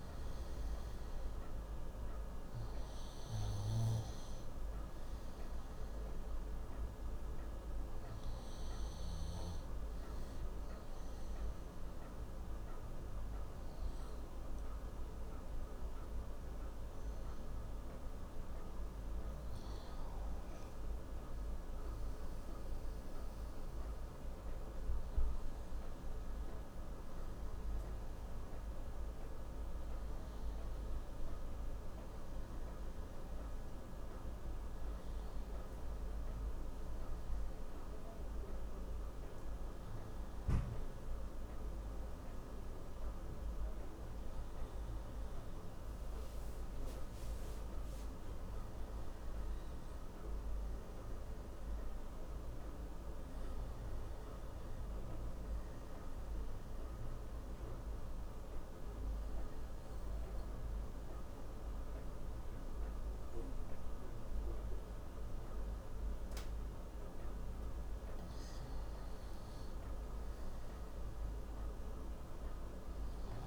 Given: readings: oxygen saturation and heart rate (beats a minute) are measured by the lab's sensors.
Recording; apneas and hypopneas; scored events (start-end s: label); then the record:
breathing in sleep, hard to hear, by a room microphone; 2
0.00-22.00 s: oxygen desaturation (device-marked, oxygen 90% lowest)
7.50-20.00 s: obstructive apnea (oxygen 96% before, 90% lowest)
22.00-27.00 s: arousal
56.00-68.50 s: obstructive apnea (oxygen 96% before, 92% lowest)
71.00-73.47 s: arousal
From the record:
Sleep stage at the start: N2 (light sleep); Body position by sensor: on the left side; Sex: male